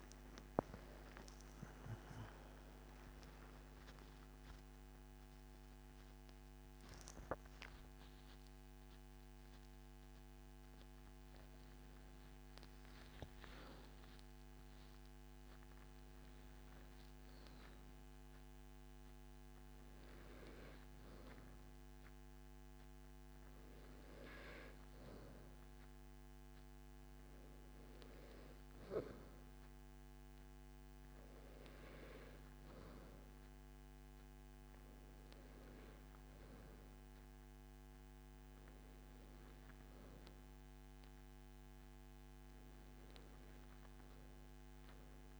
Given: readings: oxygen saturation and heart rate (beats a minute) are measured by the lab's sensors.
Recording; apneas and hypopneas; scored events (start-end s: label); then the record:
a person partly awake in a sleep study, by a microphone on the trachea; none
21.00-45.40 s: new sleep stage, N1 (lightest sleep)
From the record:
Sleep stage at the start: awake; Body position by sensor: on the right side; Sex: male